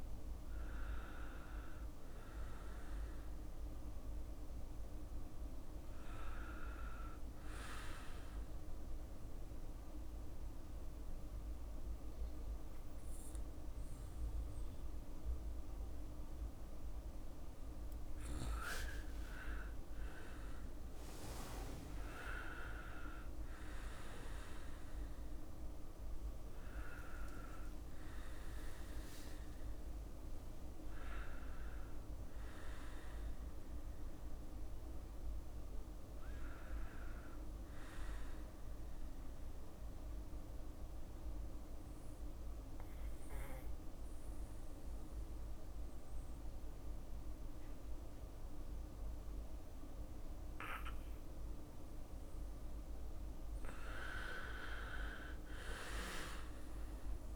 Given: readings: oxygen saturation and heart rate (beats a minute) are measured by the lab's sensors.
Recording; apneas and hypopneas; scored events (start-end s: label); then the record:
a person partly awake in a sleep study, by a room microphone; 2
0.00-13.50 s: bradycardia (device-marked, heart rate 52 extreme)
5.50-35.50 s: new sleep stage, N1 (lightest sleep)
7.50-17.50 s: obstructive apnea (oxygen 99% before, 94% lowest, heart rate 56 before, 58 extreme, up 6 after)
19.00-23.00 s: arousal
27.50-47.50 s: drop in pulse transit time (device-marked, heart rate 60 before, 59 extreme)
35.50-57.36 s: new sleep stage, N2 (light sleep)
37.00-51.50 s: obstructive apnea (oxygen 98% before, 94% lowest, heart rate 62 before, 58 extreme, up 3 after)
38.50-47.50 s: bradycardia (device-marked, heart rate 60 before, 59 extreme)
53.50-56.50 s: arousal
From the record:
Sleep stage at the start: awake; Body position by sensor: on the back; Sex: male